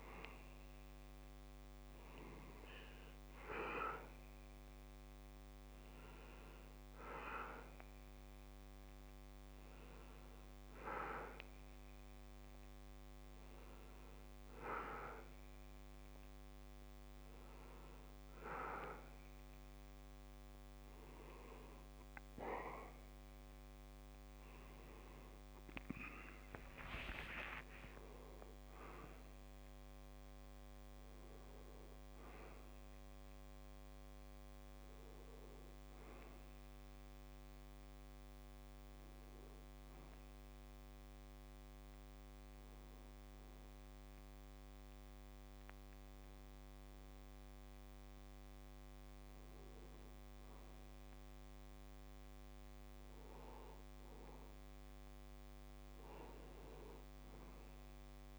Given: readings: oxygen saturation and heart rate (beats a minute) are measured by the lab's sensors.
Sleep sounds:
breathing in sleep by a microphone on the trachea; 2
2.50-6.50 s: arousal
2.50-26.50 s: oxygen desaturation (device-marked, oxygen 91% before, 87% lowest)
10.00-20.50 s: hypopnea (oxygen 91% before, 87% lowest, heart rate 75 before, 38 extreme, up 56 after)
26.00-30.50 s: arousal
39.50-49.50 s: hypopnea (oxygen 95% before, 87% lowest)
54.00-57.50 s: arousal
From the record:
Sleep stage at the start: N2 (light sleep); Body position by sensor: on the back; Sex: male

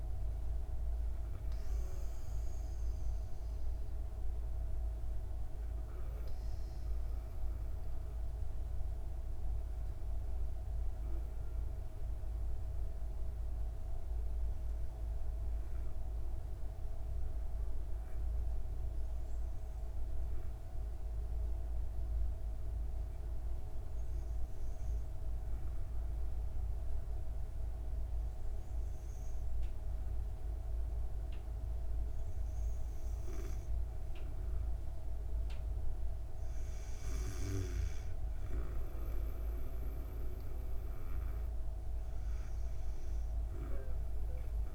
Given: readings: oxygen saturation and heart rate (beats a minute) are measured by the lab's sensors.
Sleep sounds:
breathing in sleep, hard to hear, by a room microphone; 1
0.00-7.00 s: oxygen desaturation (device-marked, oxygen 97% before, 94% lowest)
15.00-30.00 s: hypopnea (oxygen 97% before, 95% lowest)
30.50-33.50 s: arousal
From the record:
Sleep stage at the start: N2 (light sleep); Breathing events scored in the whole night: 143 in 6.8 hours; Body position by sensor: on the back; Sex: female

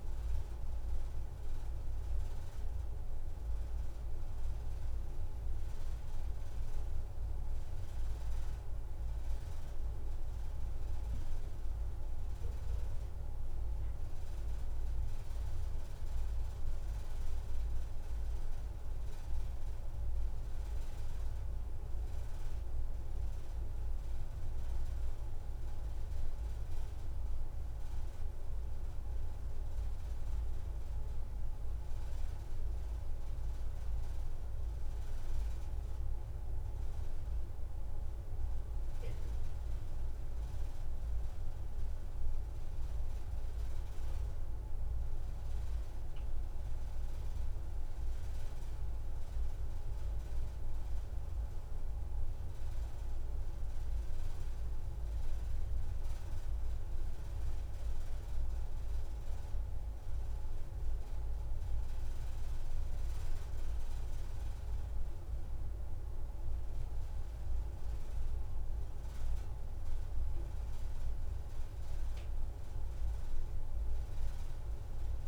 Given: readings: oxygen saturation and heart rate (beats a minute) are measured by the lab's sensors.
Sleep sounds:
breathing in sleep, hard to hear, by a room microphone; none
none scored
From the record:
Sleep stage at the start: N1 (lightest sleep); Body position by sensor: on the back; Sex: female

